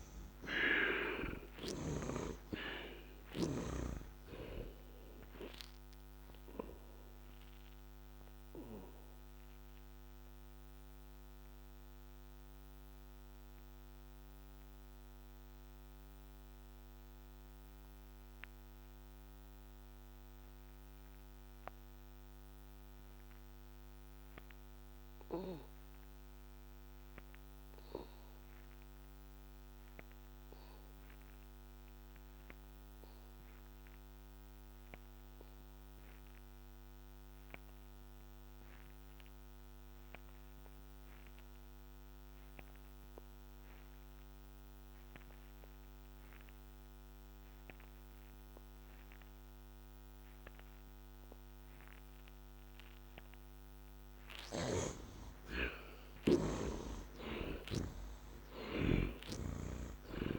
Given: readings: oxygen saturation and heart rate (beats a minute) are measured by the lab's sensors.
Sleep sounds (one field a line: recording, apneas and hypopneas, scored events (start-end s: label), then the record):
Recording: breathing in sleep by a microphone on the trachea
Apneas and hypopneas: 1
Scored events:
0.00-2.50 s: arousal
0.00-20.50 s: oxygen desaturation (device-marked, oxygen 63% lowest, heart rate 59 extreme)
6.00-52.00 s: mixed apnea (oxygen 92% before, 61% lowest, heart rate 68 before, 59 extreme, up 29 after)
36.50-60.39 s: oxygen desaturation (device-marked, oxygen 85% before, 61% lowest, heart rate 65 before, 61 extreme)
54.00-60.39 s: snoring (device-marked)
55.50-59.00 s: arousal
From the record:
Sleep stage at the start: N2 (light sleep)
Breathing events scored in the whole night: 247 in 3.8 hours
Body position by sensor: on the back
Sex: male